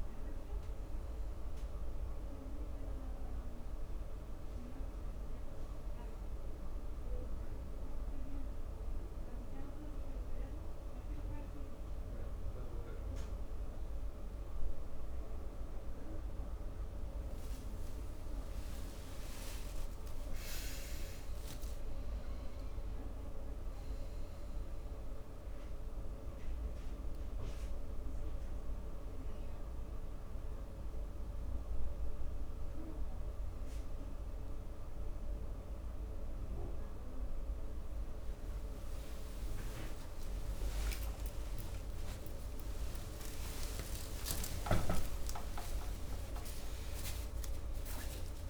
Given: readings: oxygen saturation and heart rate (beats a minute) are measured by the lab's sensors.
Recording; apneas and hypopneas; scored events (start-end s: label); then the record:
breathing in sleep, hard to hear, by a room microphone; 1
4.00-16.00 s: hypopnea (oxygen 96% before, 93% lowest)
19.00-22.00 s: arousal
19.00-48.50 s: new sleep stage, N1 (lightest sleep)
From the record:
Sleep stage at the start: N2 (light sleep); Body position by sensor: on the back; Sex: male